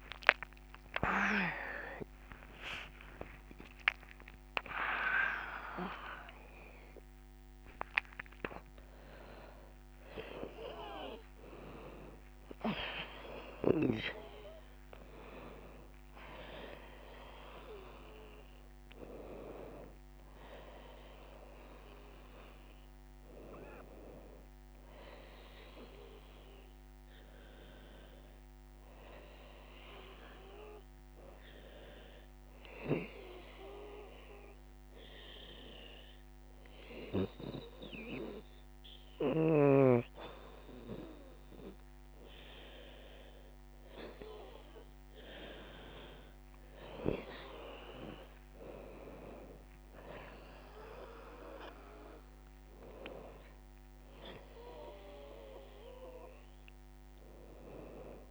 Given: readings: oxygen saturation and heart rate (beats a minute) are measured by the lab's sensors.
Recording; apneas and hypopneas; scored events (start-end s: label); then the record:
breathing in sleep by a microphone on the trachea; 1
0.00-12.00 s: drop in pulse transit time (device-marked, heart rate 109 extreme)
3.00-5.00 s: long interval between heartbeats (device-marked, heart rate 89 before, 131 extreme)
8.50-10.50 s: long interval between heartbeats (device-marked, heart rate 105 before, 129 extreme)
22.00-28.00 s: oxygen desaturation (device-marked, oxygen 99% before, 94% lowest, heart rate 121 before, 84 extreme)
30.00-43.50 s: hypopnea (oxygen 99% before, 88% lowest, heart rate 104 before, 84 extreme, up 8 after)
35.00-58.31 s: oxygen desaturation (device-marked, oxygen 96% before, 88% lowest, heart rate 93 before, 84 extreme)
45.50-49.50 s: arousal
From the record:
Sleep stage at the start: N1 (lightest sleep); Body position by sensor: on the back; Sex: female